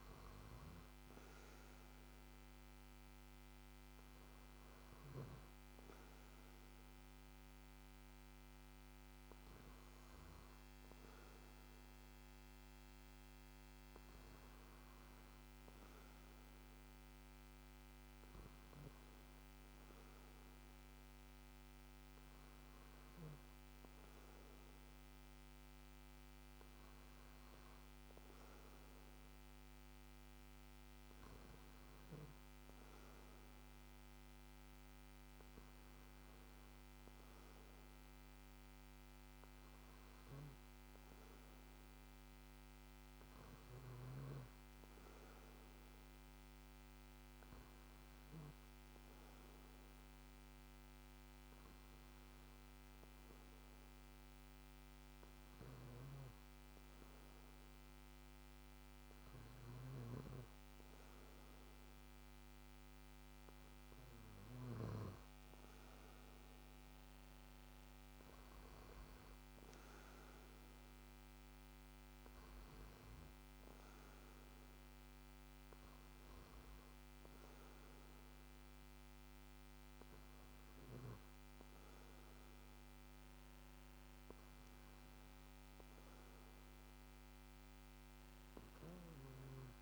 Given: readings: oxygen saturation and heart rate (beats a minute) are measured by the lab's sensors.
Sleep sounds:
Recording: breathing in sleep, hard to hear, by a microphone on the trachea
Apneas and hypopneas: none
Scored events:
0.00-2.00 s: arousal
59.50-65.00 s: snoring (device-marked)
From the record:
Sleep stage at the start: N2 (light sleep)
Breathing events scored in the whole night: 135 in 6.0 hours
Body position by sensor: on the back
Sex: male

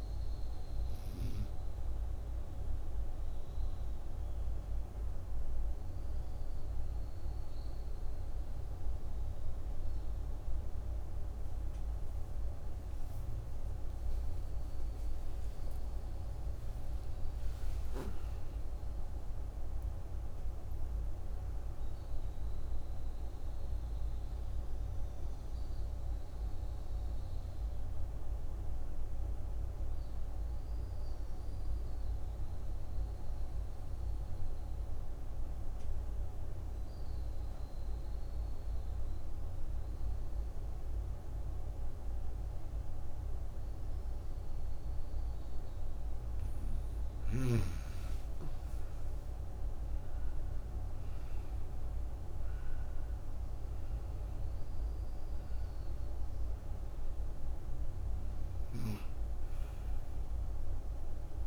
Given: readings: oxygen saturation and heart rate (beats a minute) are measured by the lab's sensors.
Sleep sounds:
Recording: breathing in sleep, hard to hear, by a room microphone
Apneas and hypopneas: 2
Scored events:
0.00-19.50 s: oxygen desaturation (device-marked, oxygen 89% lowest, heart rate 54 extreme)
2.00-12.00 s: obstructive apnea (oxygen 98% before, 89% lowest, heart rate 73 before, 54 extreme)
13.00-18.50 s: arousal
23.00-45.00 s: obstructive apnea (oxygen 98% before, 89% lowest, heart rate 82 before, 59 extreme, up 27 after)
47.50-52.50 s: arousal
50.50-61.47 s: oxygen desaturation (device-marked, oxygen 97% before, 89% lowest, heart rate 67 before, 54 extreme)
From the record:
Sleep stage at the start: N2 (light sleep)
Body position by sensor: on the right side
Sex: female

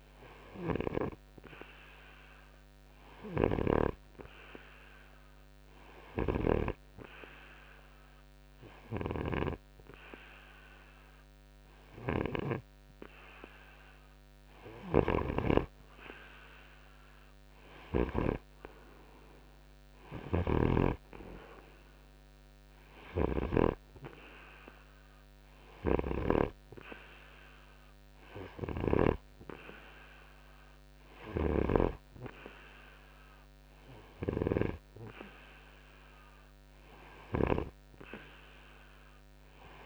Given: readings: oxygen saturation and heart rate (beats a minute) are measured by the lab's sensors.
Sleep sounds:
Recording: breathing in sleep by a microphone on the trachea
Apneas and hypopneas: 1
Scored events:
0.00-16.00 s: oxygen desaturation (device-marked, oxygen 90% lowest, heart rate 64 extreme)
3.50-15.00 s: hypopnea (oxygen 96% before, 90% lowest, heart rate 66 before, 64 extreme, up 2 after)
15.00-21.00 s: snoring (device-marked)
17.50-21.00 s: arousal
From the record:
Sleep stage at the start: N2 (light sleep)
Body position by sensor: on the front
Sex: male

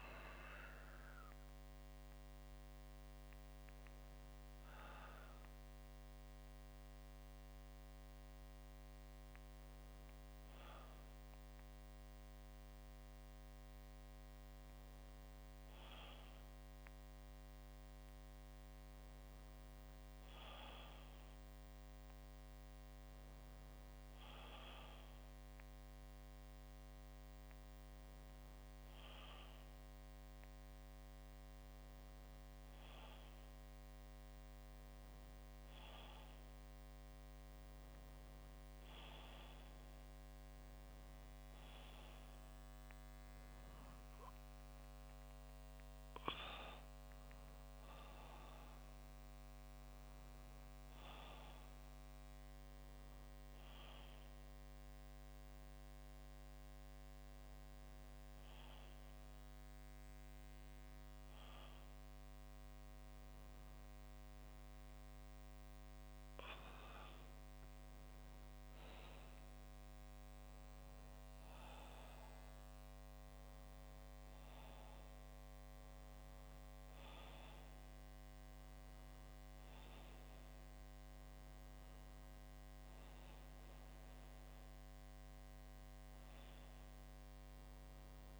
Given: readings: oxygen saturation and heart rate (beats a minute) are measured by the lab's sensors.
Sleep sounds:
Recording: breathing in sleep, hard to hear, by a microphone on the trachea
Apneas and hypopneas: none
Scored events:
0.00-18.00 s: oxygen desaturation (device-marked, oxygen 92% lowest, heart rate 65 extreme)
14.00-88.39 s: new sleep stage, N2 (light sleep)
From the record:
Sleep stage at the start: N1 (lightest sleep)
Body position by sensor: on the back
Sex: male

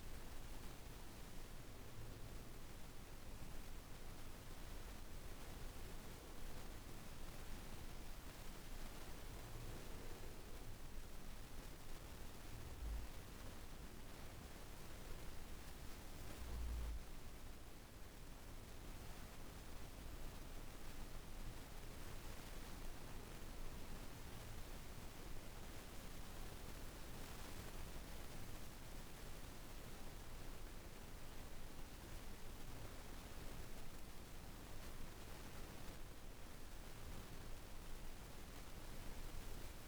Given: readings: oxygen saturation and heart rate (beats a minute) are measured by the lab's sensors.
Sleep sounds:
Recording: breathing in sleep, hard to hear, by a room microphone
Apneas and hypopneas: none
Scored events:
none scored
From the record:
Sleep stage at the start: N1 (lightest sleep)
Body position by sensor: on the back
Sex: female

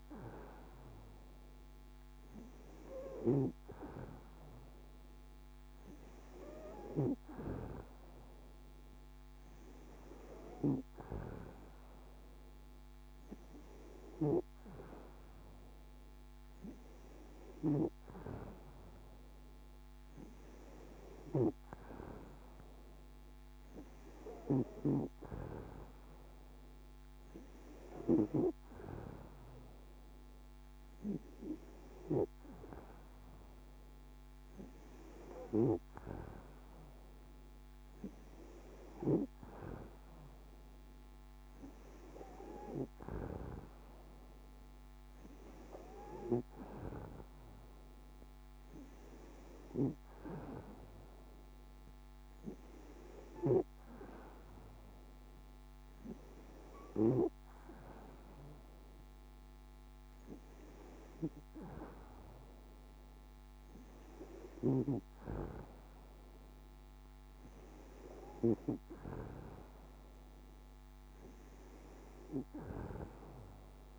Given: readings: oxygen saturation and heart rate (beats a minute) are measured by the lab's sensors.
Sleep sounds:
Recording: breathing in sleep by a microphone on the trachea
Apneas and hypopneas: none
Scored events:
none scored
From the record:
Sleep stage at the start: N2 (light sleep)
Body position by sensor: on the back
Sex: female

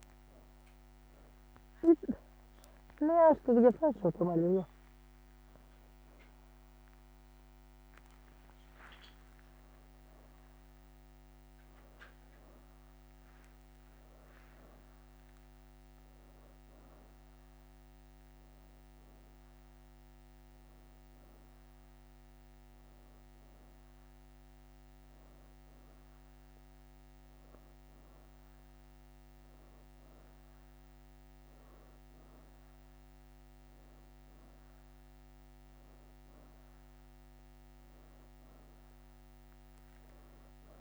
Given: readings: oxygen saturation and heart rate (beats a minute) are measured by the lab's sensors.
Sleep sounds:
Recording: a person awake in a sleep study, by a microphone on the trachea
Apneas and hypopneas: none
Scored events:
1.50-10.00 s: leg movement (device-marked)
39.50-40.81 s: leg movement (device-marked)
From the record:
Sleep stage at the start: awake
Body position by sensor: on the back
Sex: female

